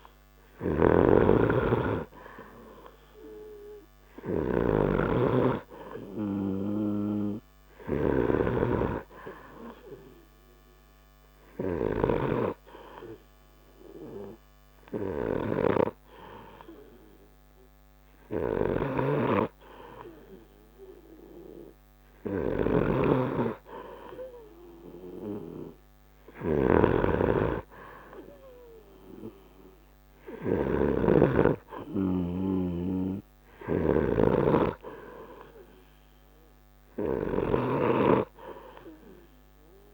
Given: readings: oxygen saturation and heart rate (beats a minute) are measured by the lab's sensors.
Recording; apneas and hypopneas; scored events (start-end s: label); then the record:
breathing in sleep by a microphone on the trachea; 1
0.00-2.50 s: arousal
0.00-39.94 s: snoring (device-marked)
2.00-15.00 s: oxygen desaturation (device-marked, oxygen 93% before, 90% lowest, heart rate 56 before, 37 extreme)
12.00-23.00 s: hypopnea (oxygen 94% before, 91% lowest, heart rate 55 before, 45 extreme, up 8 after)
25.00-29.00 s: arousal
From the record:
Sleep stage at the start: N2 (light sleep); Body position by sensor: on the right side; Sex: male